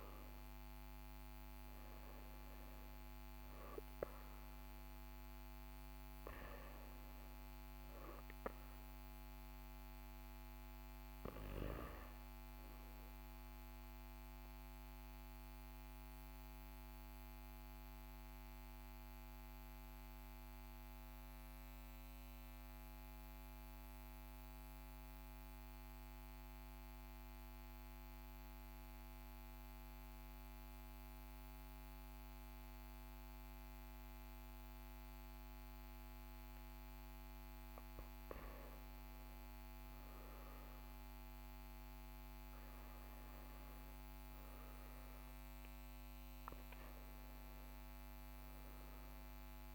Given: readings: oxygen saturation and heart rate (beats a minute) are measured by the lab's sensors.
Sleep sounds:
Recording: breathing in sleep, hard to hear, by a microphone on the trachea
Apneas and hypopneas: 1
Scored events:
0.00-15.00 s: oxygen desaturation (device-marked, oxygen 88% lowest, heart rate 42 extreme)
18.00-38.00 s: mixed apnea (oxygen 99% before, 96% lowest, heart rate 44 before, 42 extreme, up 2 after)
41.50-46.50 s: arousal
From the record:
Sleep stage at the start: REM sleep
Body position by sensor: on the right side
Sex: male

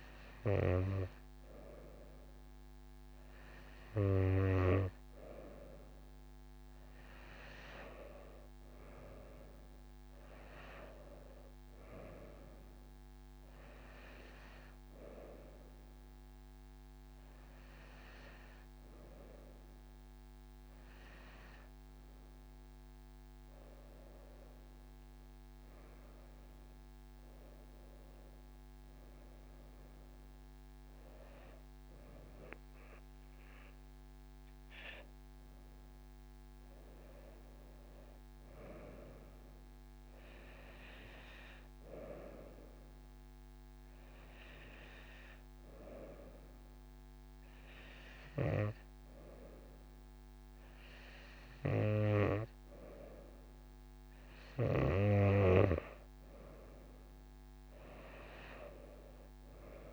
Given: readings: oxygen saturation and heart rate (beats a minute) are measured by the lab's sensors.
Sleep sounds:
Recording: breathing in sleep by a microphone on the trachea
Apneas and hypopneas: none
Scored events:
none scored
From the record:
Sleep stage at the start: N2 (light sleep)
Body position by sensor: on the right side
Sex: female

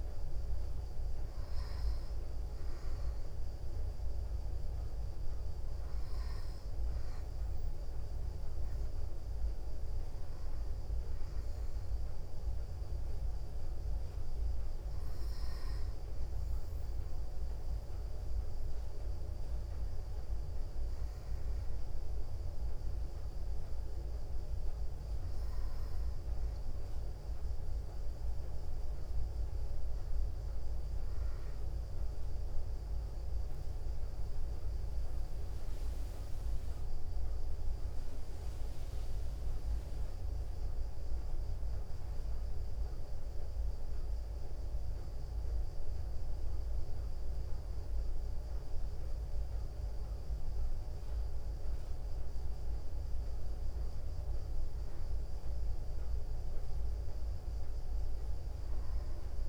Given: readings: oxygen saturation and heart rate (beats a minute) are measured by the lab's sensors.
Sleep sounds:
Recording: breathing in sleep, hard to hear, by a room microphone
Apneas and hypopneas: 1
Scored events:
35.00-38.50 s: arousal
43.00-55.00 s: hypopnea (oxygen 93% before, 91% lowest, heart rate 61 before, 59 extreme, up 0 after)
57.00-59.49 s: arousal
From the record:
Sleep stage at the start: N2 (light sleep)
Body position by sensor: on the back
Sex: female

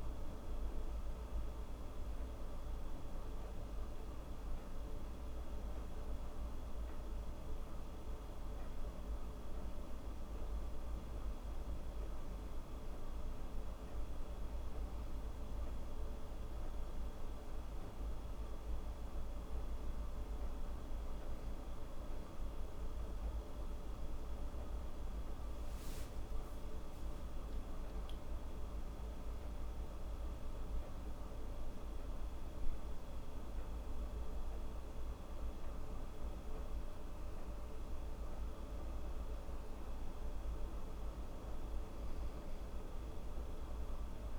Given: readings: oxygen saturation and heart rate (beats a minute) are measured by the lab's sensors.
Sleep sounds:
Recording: breathing in sleep, hard to hear, by a room microphone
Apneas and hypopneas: none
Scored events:
0.00-30.00 s: oxygen desaturation (device-marked, oxygen 98% before, 94% lowest, heart rate 78 before, 79 extreme)
30.00-44.39 s: new sleep stage, N2 (light sleep)
From the record:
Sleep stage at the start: N1 (lightest sleep)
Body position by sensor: on the right side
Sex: female

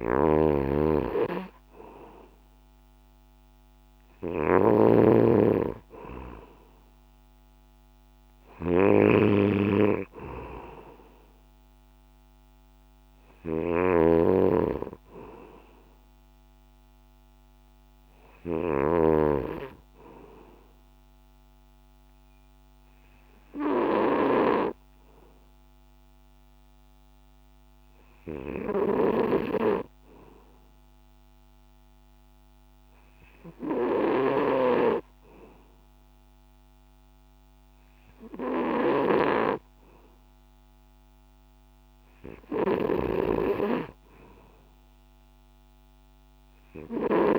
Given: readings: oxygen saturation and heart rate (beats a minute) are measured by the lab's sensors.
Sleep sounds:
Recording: breathing in sleep by a microphone on the trachea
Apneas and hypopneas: 1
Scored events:
0.00-19.00 s: snoring (device-marked)
12.00-26.00 s: oxygen desaturation (device-marked, oxygen 94% before, 91% lowest, heart rate 66 before, 63 extreme)
23.00-42.00 s: hypopnea (oxygen 94% before, 93% lowest, heart rate 65 before, 63 extreme, up 4 after)
29.00-47.39 s: snoring (device-marked)
44.50-47.39 s: arousal
From the record:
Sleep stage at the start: N2 (light sleep)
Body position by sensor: on the back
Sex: male

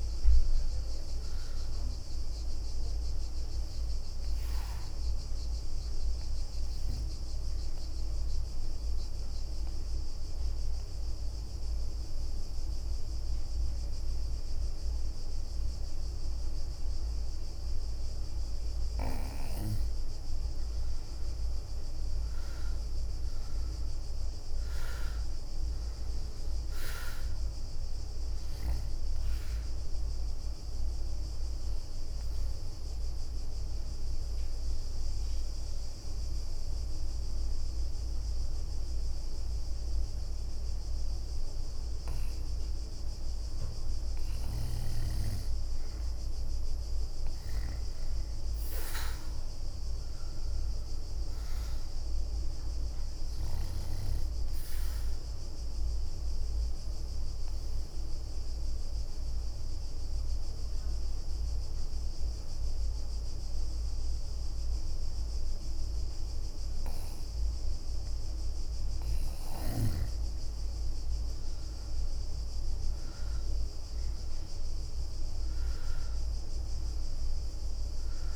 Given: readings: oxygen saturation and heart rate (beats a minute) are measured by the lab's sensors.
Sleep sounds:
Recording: breathing in sleep, hard to hear, by a room microphone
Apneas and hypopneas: 3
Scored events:
0.00-1.00 s: arousal
1.00-15.00 s: oxygen desaturation (device-marked, oxygen 97% before, 92% lowest, heart rate 62 before, 53 extreme)
4.00-10.00 s: bradycardia (device-marked, heart rate 69 before, 57 extreme)
7.00-19.50 s: obstructive apnea (oxygen 97% before, 89% lowest, heart rate 65 before, 53 extreme, up 15 after)
21.00-24.50 s: arousal
24.00-44.00 s: oxygen desaturation (device-marked, oxygen 96% before, 89% lowest, heart rate 62 before, 49 extreme)
30.00-42.00 s: bradycardia (device-marked, heart rate 68 before, 53 extreme)
32.00-44.00 s: obstructive apnea (oxygen 96% before, 89% lowest, heart rate 66 before, 49 extreme, up 16 after)
45.50-49.00 s: arousal
50.00-67.00 s: oxygen desaturation (device-marked, oxygen 98% before, 92% lowest, heart rate 59 before, 49 extreme)
55.00-64.00 s: bradycardia (device-marked, heart rate 68 before, 49 extreme)
58.00-70.00 s: obstructive apnea (oxygen 98% before, 92% lowest, heart rate 62 before, 55 extreme, up 21 after)
72.00-76.00 s: arousal
75.00-78.36 s: oxygen desaturation (device-marked, oxygen 97% before, 92% lowest, heart rate 59 before, 56 extreme)
From the record:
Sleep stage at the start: N2 (light sleep)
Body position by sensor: on the back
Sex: female

